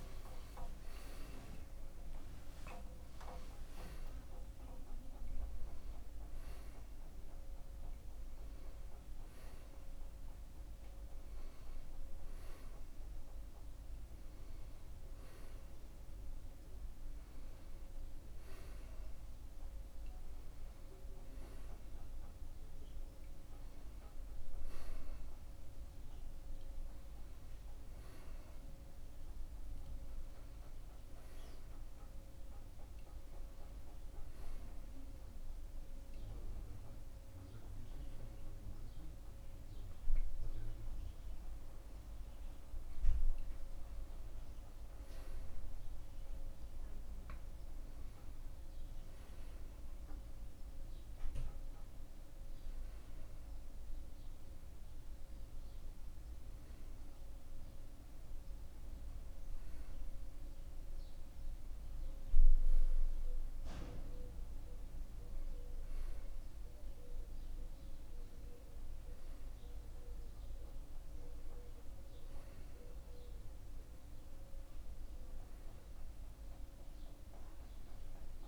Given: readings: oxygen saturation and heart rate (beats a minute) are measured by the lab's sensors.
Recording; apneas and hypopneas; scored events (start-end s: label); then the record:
a person partly awake in a sleep study, hard to hear, by a room microphone; none
13.00-78.48 s: new sleep stage, N1 (lightest sleep)
From the record:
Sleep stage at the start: awake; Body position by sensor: on the back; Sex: male